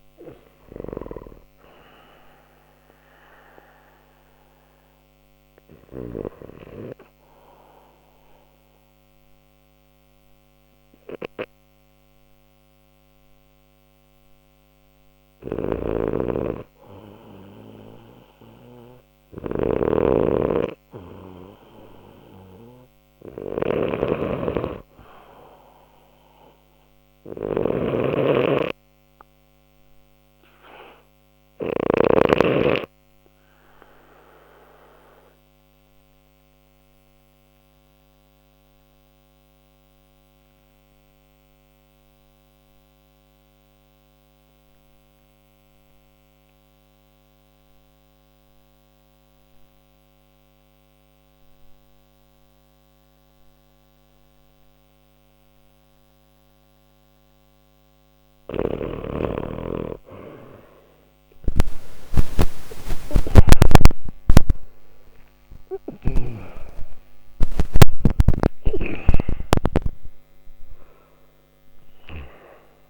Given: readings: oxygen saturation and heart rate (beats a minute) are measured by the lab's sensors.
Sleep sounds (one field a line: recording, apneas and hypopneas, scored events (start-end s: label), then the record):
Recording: breathing in sleep by a microphone on the trachea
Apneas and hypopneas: 2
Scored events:
3.00-19.50 s: hypopnea (oxygen 94% before, 89% lowest, heart rate 63 before, 59 extreme, up 3 after)
11.50-18.50 s: oxygen desaturation (device-marked, oxygen 95% before, 92% lowest, heart rate 62 before, 59 extreme)
15.00-31.50 s: snoring (device-marked)
22.00-26.00 s: arousal
28.50-57.00 s: obstructive apnea (oxygen 99% before, 89% lowest, heart rate 61 before, 59 extreme, up 21 after)
54.50-72.90 s: oxygen desaturation (device-marked, oxygen 96% before, 89% lowest, heart rate 62 before, 59 extreme)
63.00-68.00 s: arousal
From the record:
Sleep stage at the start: N2 (light sleep)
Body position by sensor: on the back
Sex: male